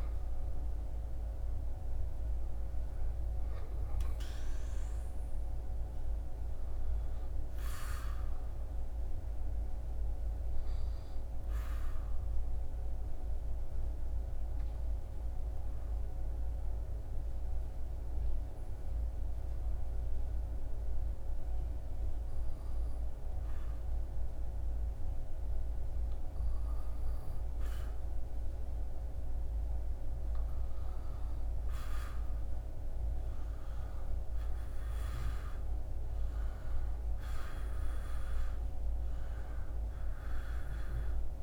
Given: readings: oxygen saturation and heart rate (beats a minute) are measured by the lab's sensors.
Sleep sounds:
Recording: breathing in sleep, hard to hear, by a room microphone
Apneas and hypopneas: 1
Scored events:
0.00-11.00 s: oxygen desaturation (device-marked, oxygen 94% lowest, heart rate 75 extreme)
11.00-29.50 s: obstructive apnea (oxygen 98% before, 93% lowest, heart rate 78 before, 74 extreme, up 3 after)
31.00-41.43 s: oxygen desaturation (device-marked, oxygen 98% before, 93% lowest, heart rate 76 before, 72 extreme)
31.50-35.50 s: arousal
From the record:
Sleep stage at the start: N2 (light sleep)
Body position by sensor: on the back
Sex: male

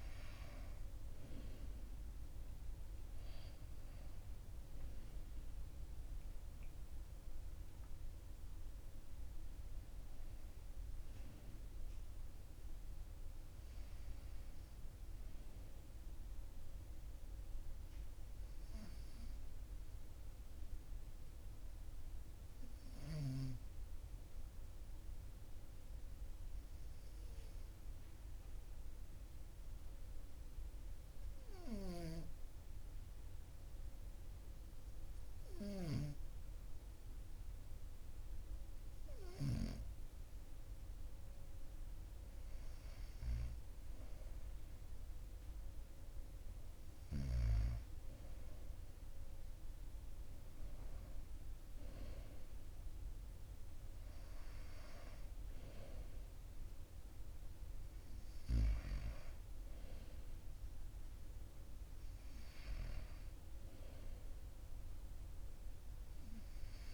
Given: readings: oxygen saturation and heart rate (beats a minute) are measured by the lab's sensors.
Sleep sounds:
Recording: breathing in sleep by a room microphone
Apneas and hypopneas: 1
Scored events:
27.00-42.00 s: hypopnea (oxygen 98% before, 96% lowest, heart rate 44 before, 42 extreme, up 2 after)
44.50-49.00 s: arousal
From the record:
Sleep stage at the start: N2 (light sleep)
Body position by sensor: on the right side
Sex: male

